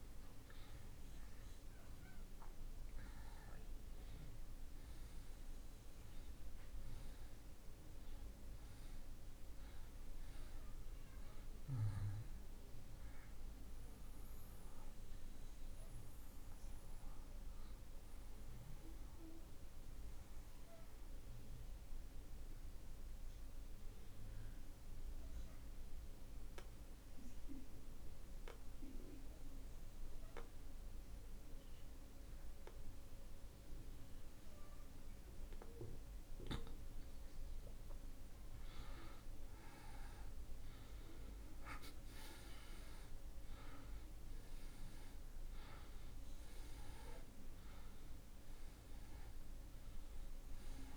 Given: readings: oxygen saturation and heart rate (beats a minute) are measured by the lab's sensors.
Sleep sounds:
breathing in sleep by a room microphone; 1
0.50-24.50 s: oxygen desaturation (device-marked, oxygen 95% before, 85% lowest)
17.50-37.00 s: obstructive apnea (oxygen 95% before, 78% lowest)
36.50-50.97 s: oxygen desaturation (device-marked, oxygen 96% before, 78% lowest)
39.00-44.00 s: arousal
From the record:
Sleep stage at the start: N2 (light sleep); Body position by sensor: on the back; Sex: male

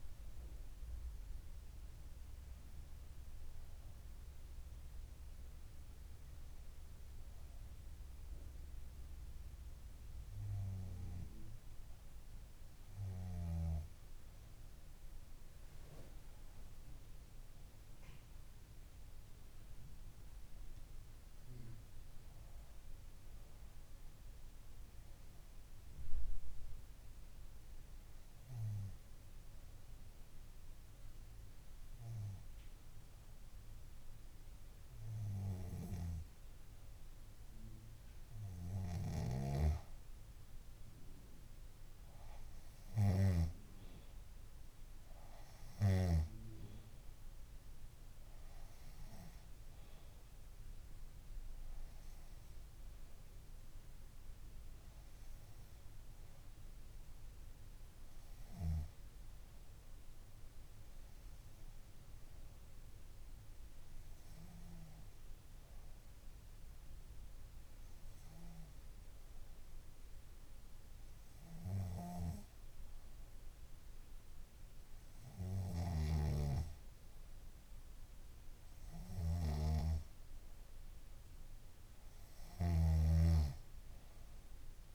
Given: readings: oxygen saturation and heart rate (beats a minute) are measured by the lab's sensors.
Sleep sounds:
breathing in sleep by a room microphone; 3
1.50-12.50 s: hypopnea (oxygen 96% before, 92% lowest, heart rate 69 before, 66 extreme, up 5 after)
16.00-19.50 s: arousal
27.00-38.00 s: obstructive apnea (oxygen 96% before, 92% lowest, heart rate 71 before, 64 extreme, up 6 after)
42.00-45.50 s: arousal
48.50-66.50 s: oxygen desaturation (device-marked, oxygen 96% before, 92% lowest, heart rate 68 before, 65 extreme)
65.00-76.50 s: hypopnea (oxygen 96% before, 92% lowest, heart rate 68 before, 67 extreme, up 4 after)
76.00-84.95 s: snoring (device-marked)
82.00-84.95 s: arousal
From the record:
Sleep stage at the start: N2 (light sleep); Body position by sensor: on the back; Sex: female

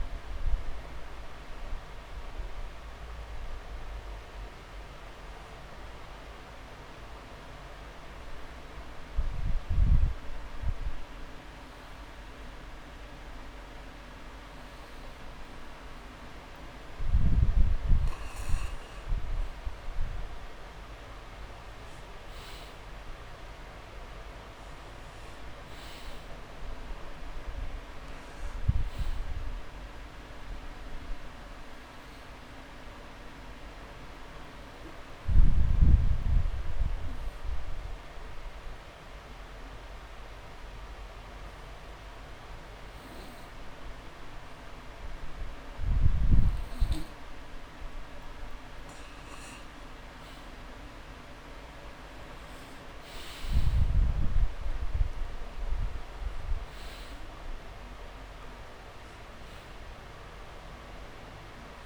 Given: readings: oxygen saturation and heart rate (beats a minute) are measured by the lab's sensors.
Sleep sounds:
breathing in sleep, hard to hear, by a room microphone; 2
7.00-17.50 s: obstructive apnea (oxygen 99% before, 90% lowest)
9.00-11.00 s: long interval between heartbeats (device-marked)
20.00-23.50 s: arousal
24.50-48.50 s: oxygen desaturation (device-marked, oxygen 97% before, 90% lowest)
33.50-48.00 s: obstructive apnea (oxygen 98% before, 90% lowest)
51.50-55.00 s: arousal
From the record:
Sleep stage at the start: N2 (light sleep); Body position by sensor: on the back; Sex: male

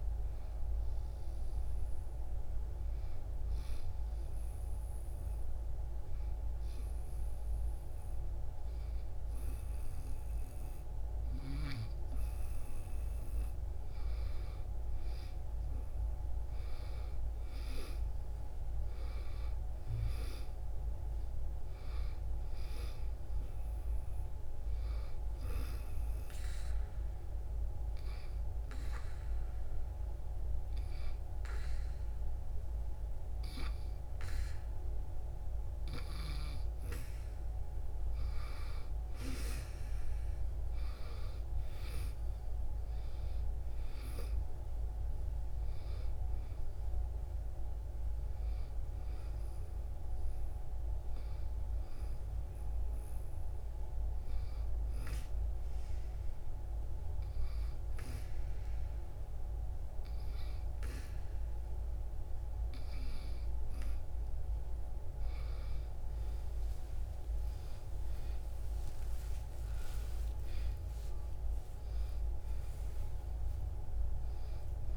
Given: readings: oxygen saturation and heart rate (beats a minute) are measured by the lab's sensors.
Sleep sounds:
breathing in sleep, hard to hear, by a room microphone; 3
3.00-74.97 s: new sleep stage, N2 (light sleep)
3.50-13.50 s: obstructive apnea (oxygen 95% before, 91% lowest, heart rate 69 before, 65 extreme, up 3 after)
16.00-20.50 s: arousal
17.00-30.00 s: oxygen desaturation (device-marked, oxygen 95% before, 91% lowest, heart rate 69 before, 64 extreme)
26.00-36.50 s: obstructive apnea (oxygen 95% before, 91% lowest, heart rate 68 before, 64 extreme, up 3 after)
38.50-42.50 s: arousal
42.00-58.00 s: oxygen desaturation (device-marked, oxygen 95% before, 91% lowest, heart rate 68 before, 64 extreme)
52.50-63.50 s: obstructive apnea (oxygen 95% before, 91% lowest, heart rate 67 before, 64 extreme, up 54 after)
67.00-71.50 s: arousal
From the record:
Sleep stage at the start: N1 (lightest sleep); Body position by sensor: on the back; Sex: female

